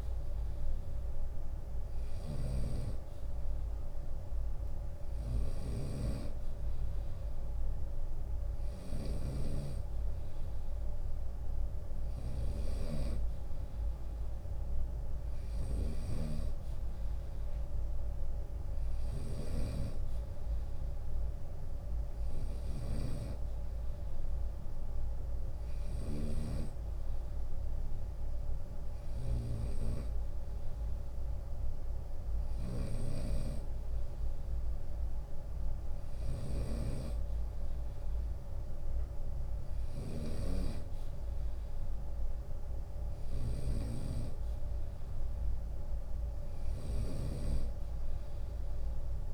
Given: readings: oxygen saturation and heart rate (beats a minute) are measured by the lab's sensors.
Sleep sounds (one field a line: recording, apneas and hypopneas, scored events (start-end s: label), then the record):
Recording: breathing in sleep by a room microphone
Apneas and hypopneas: none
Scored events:
0.00-49.34 s: snoring (device-marked)
From the record:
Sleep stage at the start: N2 (light sleep)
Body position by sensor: on the right side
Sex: male